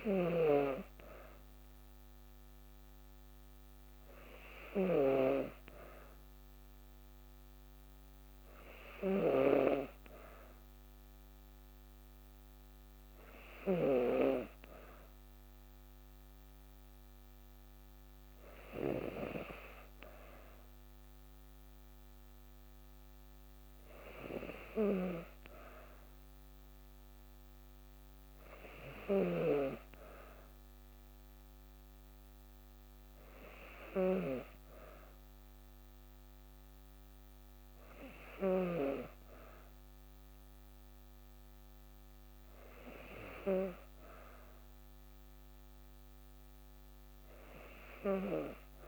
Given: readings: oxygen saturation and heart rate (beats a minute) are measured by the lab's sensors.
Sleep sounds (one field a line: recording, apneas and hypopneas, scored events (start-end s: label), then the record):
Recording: breathing in sleep by a microphone on the trachea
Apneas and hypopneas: none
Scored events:
none scored
From the record:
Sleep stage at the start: N2 (light sleep)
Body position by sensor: on the back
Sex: female